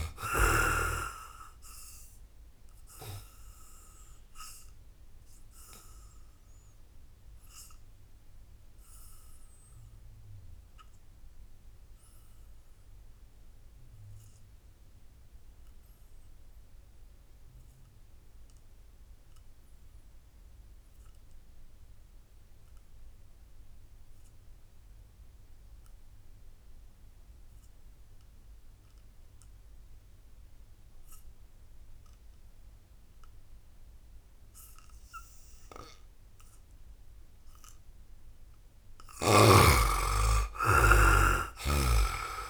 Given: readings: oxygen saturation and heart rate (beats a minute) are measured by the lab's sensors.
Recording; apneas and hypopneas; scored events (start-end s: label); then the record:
breathing in sleep by a room microphone; 1
0.00-16.00 s: oxygen desaturation (device-marked, oxygen 68% lowest, heart rate 57 extreme)
3.00-36.50 s: obstructive apnea (oxygen 98% before, 68% lowest, heart rate 71 before, 57 extreme, up 15 after)
21.00-42.50 s: oxygen desaturation (device-marked, oxygen 98% before, 68% lowest, heart rate 80 before, 57 extreme)
37.00-40.50 s: arousal
From the record:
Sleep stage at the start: N2 (light sleep); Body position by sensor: on the back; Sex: male